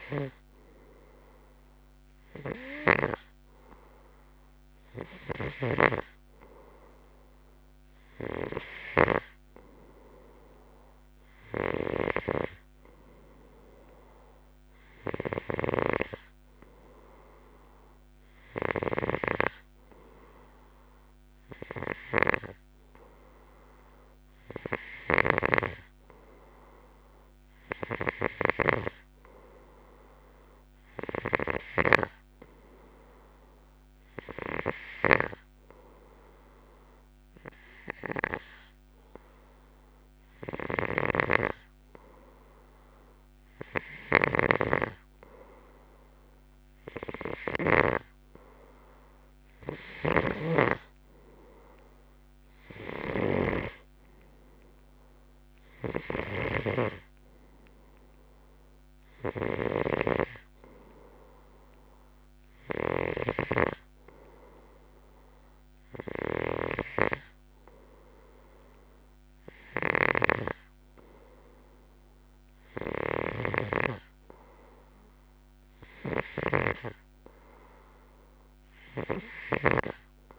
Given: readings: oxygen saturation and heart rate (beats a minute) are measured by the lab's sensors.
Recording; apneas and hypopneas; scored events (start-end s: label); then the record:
breathing in sleep by a microphone on the trachea; none
0.00-3.50 s: snoring (device-marked)
5.50-9.50 s: snoring (device-marked)
11.50-80.39 s: snoring (device-marked)
From the record:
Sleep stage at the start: N2 (light sleep); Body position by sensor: on the left side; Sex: male